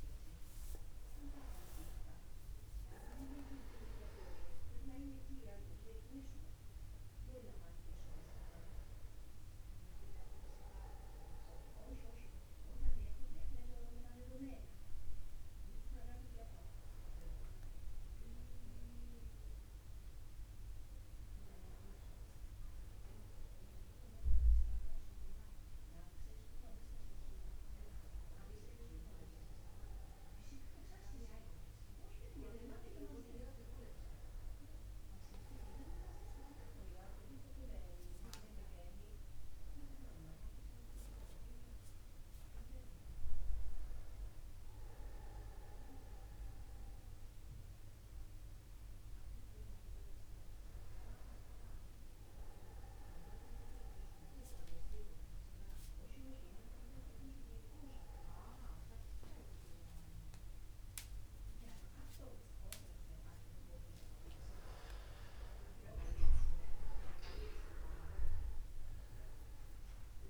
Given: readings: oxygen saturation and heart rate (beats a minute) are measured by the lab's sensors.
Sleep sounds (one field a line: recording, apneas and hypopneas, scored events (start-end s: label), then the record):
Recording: a person awake in a sleep study, by a room microphone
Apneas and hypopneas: none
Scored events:
0.50-2.50 s: long interval between heartbeats (device-marked, heart rate 77 before, 109 extreme)
68.00-70.00 s: long interval between heartbeats (device-marked, heart rate 50 before, 67 extreme)
From the record:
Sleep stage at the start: awake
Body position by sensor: upright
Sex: male